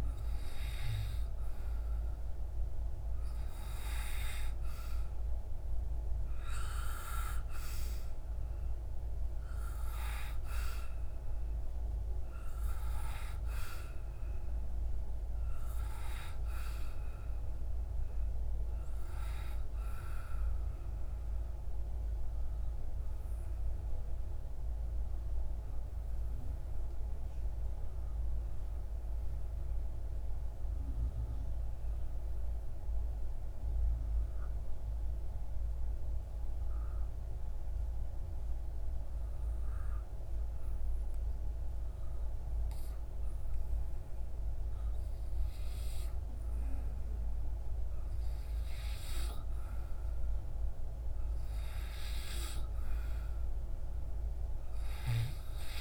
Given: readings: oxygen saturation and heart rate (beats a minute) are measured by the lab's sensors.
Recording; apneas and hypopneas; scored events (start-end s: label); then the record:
breathing in sleep by a room microphone; 1
0.00-27.00 s: oxygen desaturation (device-marked, oxygen 92% lowest)
20.50-42.50 s: obstructive apnea (oxygen 97% before, 91% lowest)
44.00-55.81 s: oxygen desaturation (device-marked, oxygen 97% before, 91% lowest)
44.50-48.00 s: arousal
From the record:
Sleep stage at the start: N2 (light sleep); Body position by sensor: on the back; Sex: male